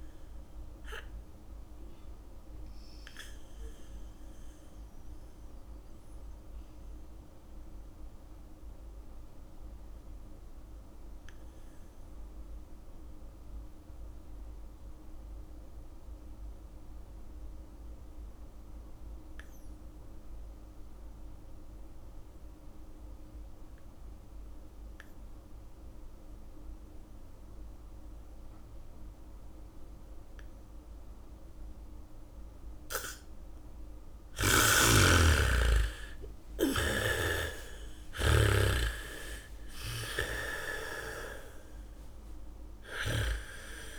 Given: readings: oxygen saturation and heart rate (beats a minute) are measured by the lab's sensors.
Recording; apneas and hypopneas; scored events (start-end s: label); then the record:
breathing in sleep by a room microphone; 1
0.00-17.50 s: oxygen desaturation (device-marked, oxygen 80% lowest, heart rate 35 extreme)
2.00-35.00 s: mixed apnea (oxygen 98% before, 79% lowest, heart rate 52 before, 51 extreme, up 10 after)
27.50-31.50 s: bradycardia (device-marked, heart rate 62 before, 58 extreme)
29.50-43.99 s: oxygen desaturation (device-marked, oxygen 98% before, 79% lowest, heart rate 70 before, 35 extreme)
35.00-39.00 s: snoring (device-marked)
36.00-39.50 s: arousal
37.50-41.50 s: bradycardia (device-marked, heart rate 62 before, 51 extreme)
From the record:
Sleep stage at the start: N2 (light sleep); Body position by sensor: on the back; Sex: female